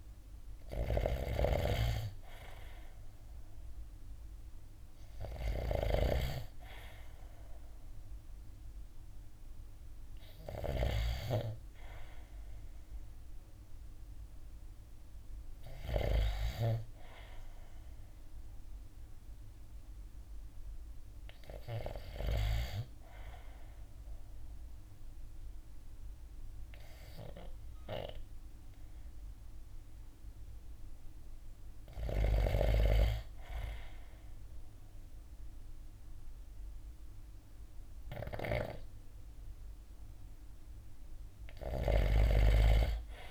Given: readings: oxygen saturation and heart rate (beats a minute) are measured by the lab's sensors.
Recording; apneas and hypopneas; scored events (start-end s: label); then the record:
breathing in sleep by a room microphone; none
0.00-9.00 s: drop in pulse transit time (device-marked, heart rate 55 extreme)
0.00-10.50 s: snoring (device-marked)
31.50-43.31 s: snoring (device-marked)
From the record:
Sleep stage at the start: N2 (light sleep); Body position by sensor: on the right side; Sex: male